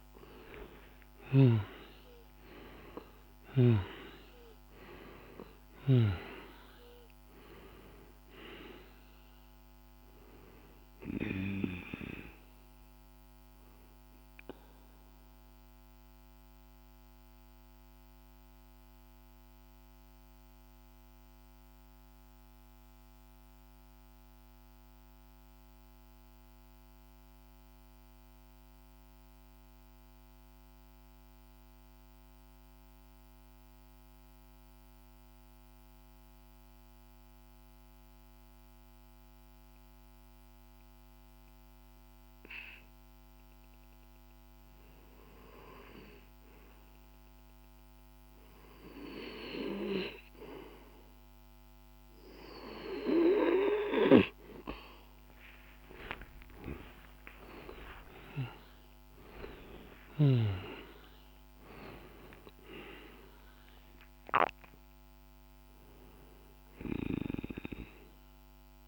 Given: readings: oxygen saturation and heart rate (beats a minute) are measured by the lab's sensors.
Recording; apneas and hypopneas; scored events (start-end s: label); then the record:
breathing in sleep by a microphone on the trachea; 1
0.00-2.00 s: arousal
0.00-22.00 s: oxygen desaturation (device-marked, oxygen 88% lowest, heart rate 38 extreme)
13.50-54.50 s: mixed apnea (oxygen 98% before, 88% lowest, heart rate 51 before, 44 extreme, up 53 after)
40.00-68.88 s: oxygen desaturation (device-marked, oxygen 99% before, 88% lowest, heart rate 49 before, 36 extreme)
55.00-59.50 s: arousal
From the record:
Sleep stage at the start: N2 (light sleep); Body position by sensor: on the back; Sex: male